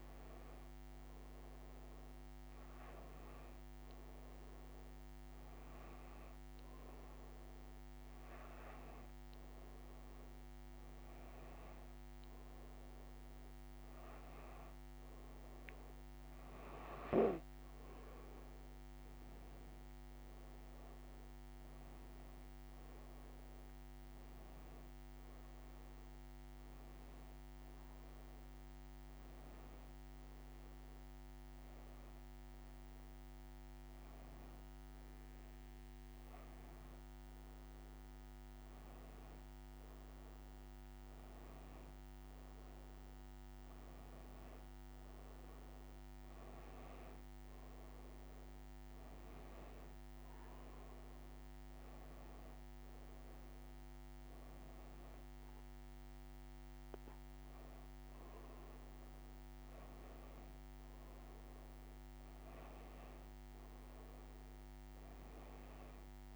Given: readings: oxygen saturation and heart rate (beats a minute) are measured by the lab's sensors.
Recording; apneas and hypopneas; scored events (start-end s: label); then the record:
breathing in sleep, hard to hear, by a microphone on the trachea; none
4.50-26.50 s: oxygen desaturation (device-marked, oxygen 96% before, 93% lowest, heart rate 72 before, 73 extreme)
From the record:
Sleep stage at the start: N1 (lightest sleep); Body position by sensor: on the back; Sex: female